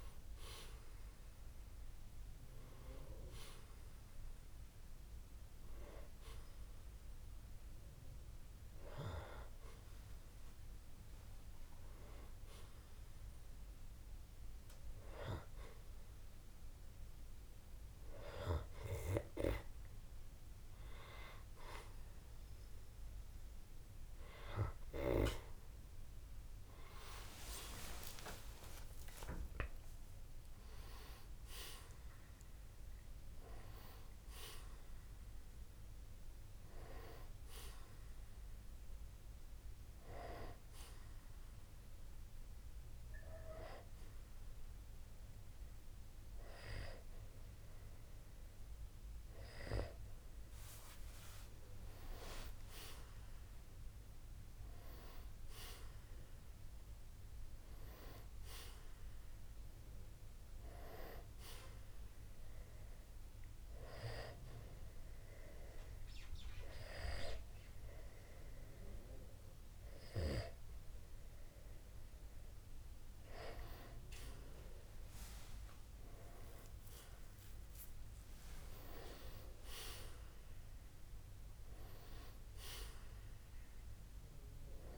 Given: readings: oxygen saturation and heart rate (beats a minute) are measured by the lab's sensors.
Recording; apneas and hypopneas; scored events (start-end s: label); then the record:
breathing in sleep by a room microphone; 2
23.00-84.98 s: new sleep stage, N1 (lightest sleep)
26.50-30.00 s: arousal
42.50-53.00 s: hypopnea (oxygen 95% before, 92% lowest, heart rate 65 before, 60 extreme, up 9 after)
53.50-57.00 s: arousal
62.00-73.50 s: hypopnea (oxygen 95% before, 92% lowest, heart rate 63 before, 60 extreme, up 31 after)
75.50-79.50 s: arousal
From the record:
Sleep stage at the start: N2 (light sleep); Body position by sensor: on the back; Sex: male